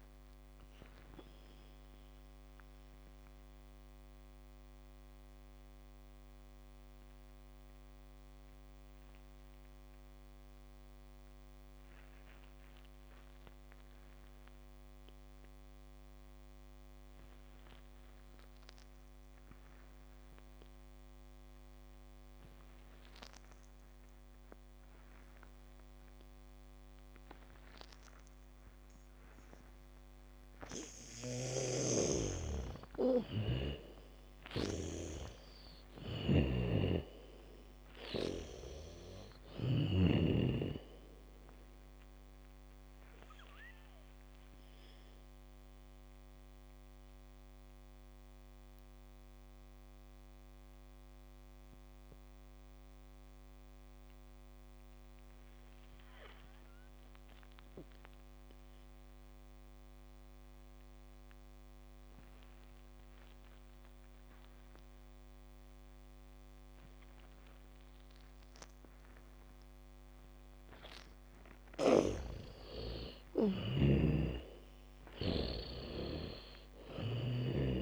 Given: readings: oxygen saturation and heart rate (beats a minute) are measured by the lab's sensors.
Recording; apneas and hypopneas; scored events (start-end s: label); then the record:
breathing in sleep by a microphone on the trachea; 2
0.00-15.00 s: oxygen desaturation (device-marked, oxygen 79% lowest, heart rate 47 extreme)
3.00-30.50 s: mixed apnea (oxygen 98% before, 77% lowest, heart rate 61 before, 49 extreme, up 5 after)
21.00-35.00 s: bradycardia (device-marked, heart rate 68 before, 53 extreme)
28.00-58.00 s: oxygen desaturation (device-marked, oxygen 98% before, 77% lowest, heart rate 71 before, 27 extreme)
31.00-39.00 s: snoring (device-marked)
33.50-38.50 s: arousal
43.00-71.00 s: mixed apnea (oxygen 98% before, 77% lowest, heart rate 60 before, 27 extreme)
65.00-77.82 s: bradycardia (device-marked, heart rate 68 before, 27 extreme)
72.00-77.82 s: snoring (device-marked)
73.00-77.50 s: arousal
73.00-77.82 s: oxygen desaturation (device-marked, oxygen 98% before, 80% lowest, heart rate 66 before, 34 extreme)
From the record:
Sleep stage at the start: N2 (light sleep); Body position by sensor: on the back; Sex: female